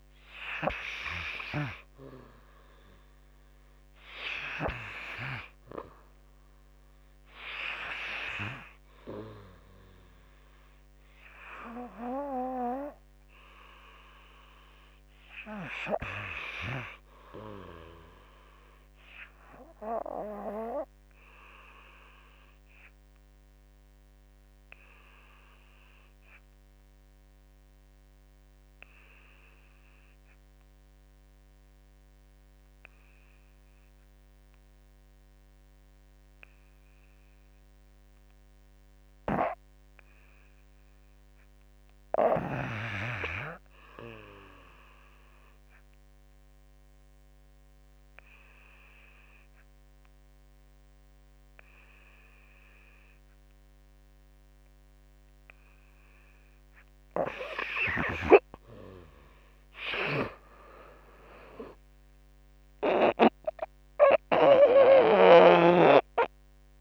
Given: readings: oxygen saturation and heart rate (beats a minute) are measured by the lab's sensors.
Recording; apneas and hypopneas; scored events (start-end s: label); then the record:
breathing in sleep by a microphone on the trachea; 1
0.00-8.00 s: drop in pulse transit time (device-marked, heart rate 65 extreme)
0.00-11.00 s: oxygen desaturation (device-marked, oxygen 82% lowest, heart rate 54 extreme)
20.50-56.50 s: obstructive apnea (oxygen 97% before, 80% lowest, heart rate 63 before, 54 extreme, up 26 after)
33.00-66.00 s: oxygen desaturation (device-marked, oxygen 95% before, 81% lowest, heart rate 58 before, 52 extreme)
45.00-49.00 s: drop in pulse transit time (device-marked, heart rate 60 before, 57 extreme)
58.00-61.00 s: arousal
62.00-66.81 s: drop in pulse transit time (device-marked, heart rate 65 before, 63 extreme)
From the record:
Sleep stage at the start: N2 (light sleep); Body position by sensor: on the back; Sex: male